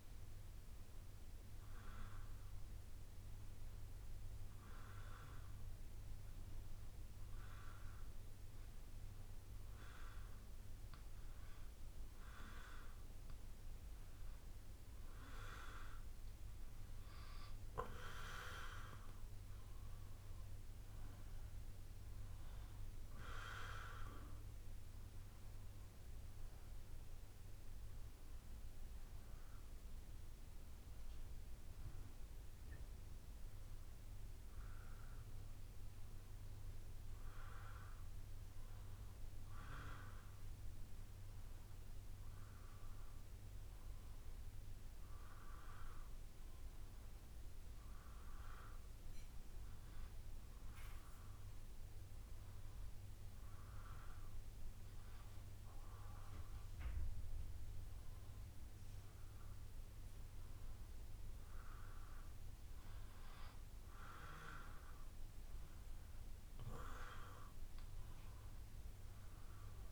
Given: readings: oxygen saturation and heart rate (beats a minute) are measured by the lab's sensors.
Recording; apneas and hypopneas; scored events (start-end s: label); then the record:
breathing in sleep by a room microphone; none
27.00-31.50 s: arousal
46.00-62.00 s: drop in pulse transit time (device-marked, heart rate 65 before, 65 extreme)
From the record:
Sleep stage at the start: N2 (light sleep); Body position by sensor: on the back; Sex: male